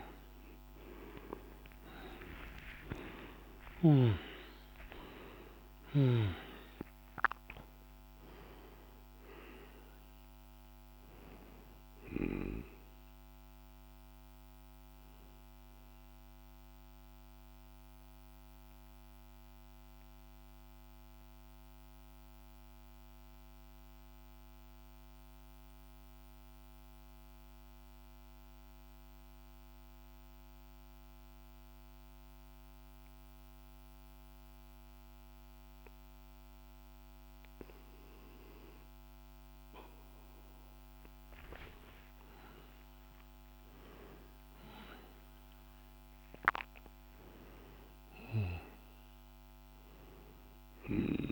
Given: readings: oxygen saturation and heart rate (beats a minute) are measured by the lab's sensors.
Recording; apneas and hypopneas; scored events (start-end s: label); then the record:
breathing in sleep by a microphone on the trachea; 1
0.00-2.00 s: arousal
0.00-3.50 s: snoring (device-marked)
0.00-25.00 s: oxygen desaturation (device-marked, oxygen 87% lowest, heart rate 47 extreme)
15.50-40.50 s: mixed apnea (oxygen 98% before, 87% lowest, heart rate 68 before, 47 extreme, up 15 after)
41.00-45.50 s: arousal
45.00-51.32 s: oxygen desaturation (device-marked, oxygen 98% before, 91% lowest, heart rate 51 before, 45 extreme)
From the record:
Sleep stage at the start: N2 (light sleep); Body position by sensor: on the back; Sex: male